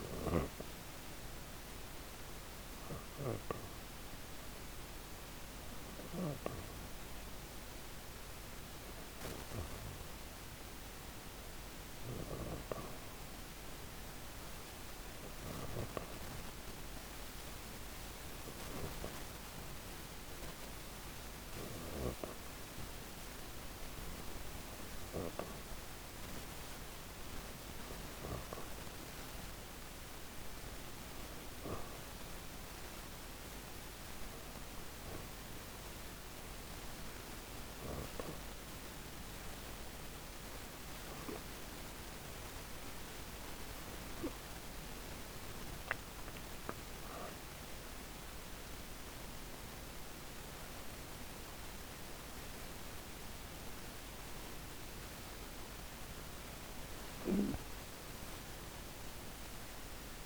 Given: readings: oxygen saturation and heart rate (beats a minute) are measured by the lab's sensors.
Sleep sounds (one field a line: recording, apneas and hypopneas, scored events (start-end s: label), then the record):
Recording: breathing in sleep, hard to hear, by a microphone on the trachea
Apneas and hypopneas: 1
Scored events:
0.00-1.00 s: arousal
14.50-29.00 s: hypopnea (oxygen 98% before, 94% lowest, heart rate 185 before, 27 extreme)
32.00-35.00 s: arousal
47.00-51.50 s: arousal
From the record:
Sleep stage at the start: N2 (light sleep)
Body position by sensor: on the back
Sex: female